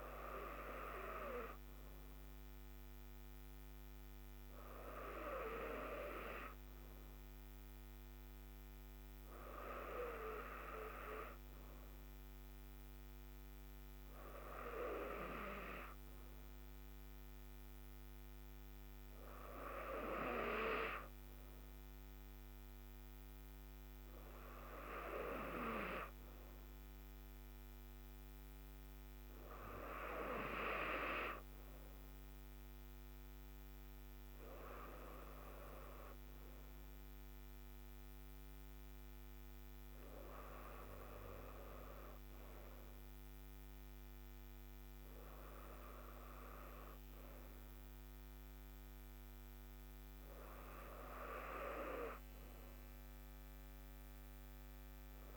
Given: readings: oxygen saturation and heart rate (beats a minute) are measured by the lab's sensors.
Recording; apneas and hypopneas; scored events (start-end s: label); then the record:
breathing in sleep by a microphone on the trachea; none
none scored
From the record:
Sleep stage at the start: N2 (light sleep); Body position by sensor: on the right side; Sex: female